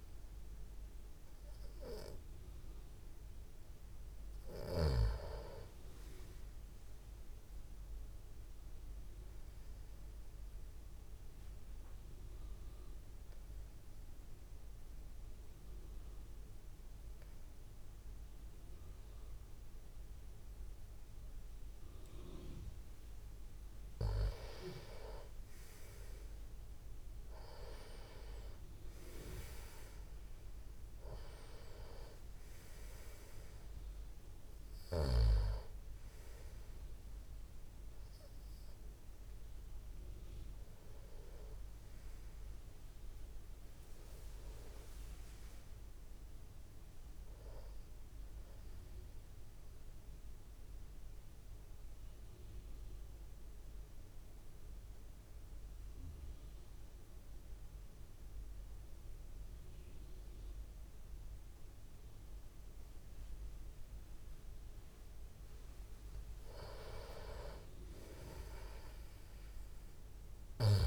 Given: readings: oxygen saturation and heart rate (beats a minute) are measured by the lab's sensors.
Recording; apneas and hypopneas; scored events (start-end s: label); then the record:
breathing in sleep by a room microphone; 2
0.00-1.00 s: tachycardia (device-marked, heart rate 214 extreme)
2.00-19.00 s: tachycardia (device-marked, heart rate 69 before, 146 extreme)
9.50-23.00 s: obstructive apnea (oxygen 97% before, 91% lowest, heart rate 142 before, 59 extreme, up 7 after)
24.50-28.00 s: arousal
30.00-50.00 s: oxygen desaturation (device-marked, oxygen 96% before, 91% lowest, heart rate 100 before, 79 extreme)
35.00-70.87 s: tachycardia (device-marked, heart rate 76 before, 209 extreme)
50.50-65.00 s: obstructive apnea (oxygen 96% before, 92% lowest, heart rate 97 before, 112 extreme, up 32 after)
68.50-70.87 s: arousal
69.00-70.87 s: oxygen desaturation (device-marked, oxygen 97% before, 92% lowest, heart rate 127 before, 136 extreme)
From the record:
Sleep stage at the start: N2 (light sleep); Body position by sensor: on the back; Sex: male